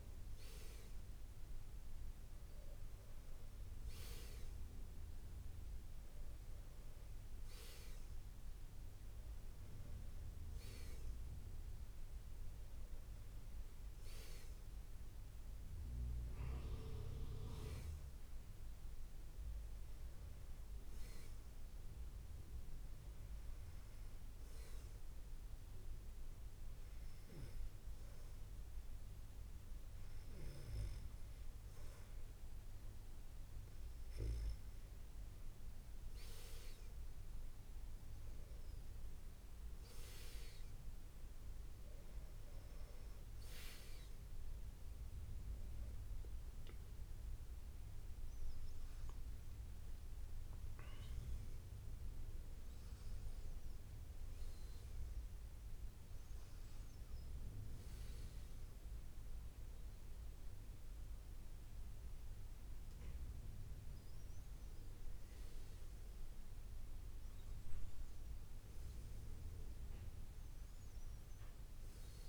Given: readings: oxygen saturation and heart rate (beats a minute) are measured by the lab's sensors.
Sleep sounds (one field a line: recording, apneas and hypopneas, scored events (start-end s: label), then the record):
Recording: breathing in sleep, hard to hear, by a room microphone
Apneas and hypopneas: 1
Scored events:
25.50-35.50 s: hypopnea (oxygen 95% before, 93% lowest, heart rate 81 before, 78 extreme, up 1 after)
39.00-42.50 s: arousal
From the record:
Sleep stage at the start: N2 (light sleep)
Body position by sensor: on the back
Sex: male